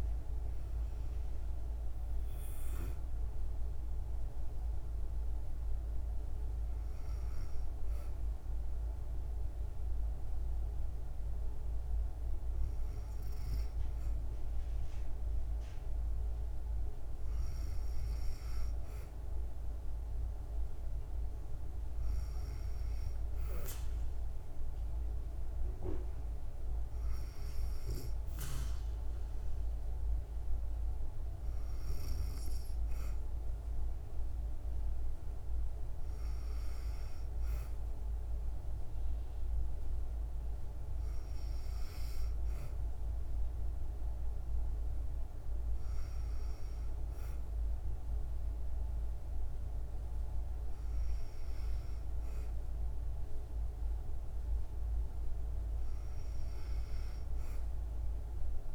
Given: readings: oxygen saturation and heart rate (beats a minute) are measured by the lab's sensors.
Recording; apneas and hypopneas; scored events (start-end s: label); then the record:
breathing in sleep, hard to hear, by a room microphone; none
none scored
From the record:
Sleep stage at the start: N2 (light sleep); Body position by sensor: on the back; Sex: female